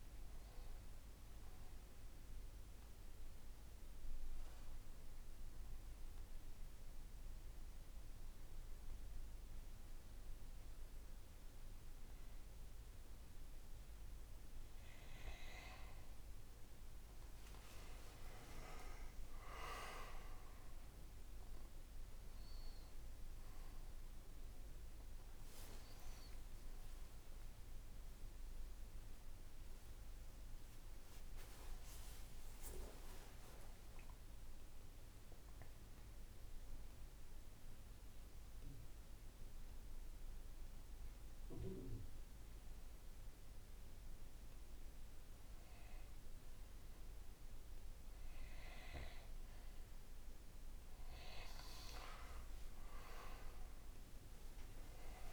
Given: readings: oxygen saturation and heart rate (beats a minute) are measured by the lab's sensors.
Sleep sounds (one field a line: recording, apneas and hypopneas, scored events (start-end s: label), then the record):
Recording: breathing in sleep by a room microphone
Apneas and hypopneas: 2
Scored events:
0.00-14.50 s: oxygen desaturation (device-marked, oxygen 89% lowest, heart rate 49 extreme)
2.50-15.00 s: obstructive apnea (oxygen 96% before, 91% lowest, heart rate 62 before, 50 extreme, up 19 after)
17.50-22.50 s: arousal
20.50-32.50 s: oxygen desaturation (device-marked, oxygen 97% before, 91% lowest, heart rate 59 before, 52 extreme)
33.50-48.00 s: hypopnea (oxygen 97% before, 91% lowest, heart rate 63 before, 51 extreme, up 18 after)
51.00-55.33 s: arousal
52.50-55.33 s: oxygen desaturation (device-marked, oxygen 98% before, 91% lowest, heart rate 58 before, 51 extreme)
From the record:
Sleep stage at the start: N2 (light sleep)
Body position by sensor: on the right side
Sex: male